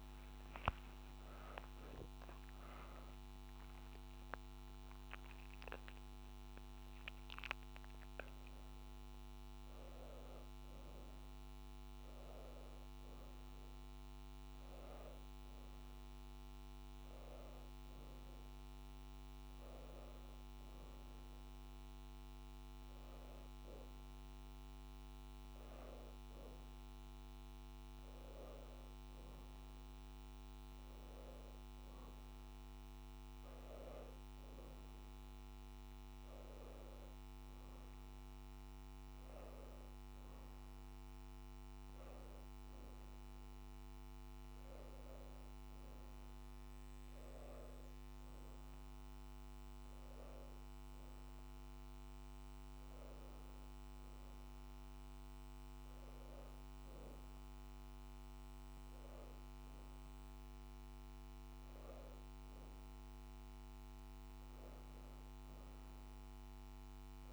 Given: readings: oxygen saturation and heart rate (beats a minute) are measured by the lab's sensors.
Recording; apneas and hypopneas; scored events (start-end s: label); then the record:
a person partly awake in a sleep study, hard to hear, by a microphone on the trachea; none
14.50-67.33 s: new sleep stage, N1 (lightest sleep)
From the record:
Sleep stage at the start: awake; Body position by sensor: on the back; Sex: female